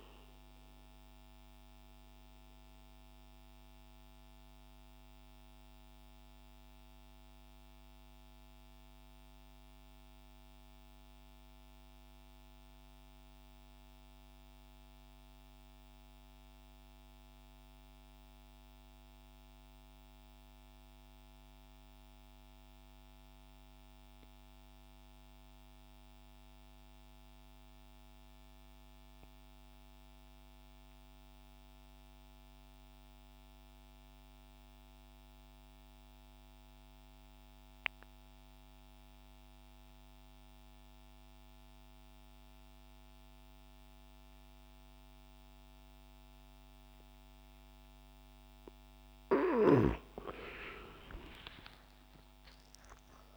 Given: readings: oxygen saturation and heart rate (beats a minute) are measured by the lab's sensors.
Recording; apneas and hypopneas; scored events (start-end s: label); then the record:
breathing in sleep, hard to hear, by a microphone on the trachea; 1
0.00-3.50 s: oxygen desaturation (device-marked, oxygen 84% lowest, heart rate 62 extreme)
1.50-48.00 s: mixed apnea (oxygen 94% before, 81% lowest, heart rate 74 before, 62 extreme, up 12 after)
29.50-53.37 s: oxygen desaturation (device-marked, oxygen 99% before, 81% lowest, heart rate 67 before, 63 extreme)
50.50-53.37 s: arousal
From the record:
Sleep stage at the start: N2 (light sleep); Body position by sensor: on the back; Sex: male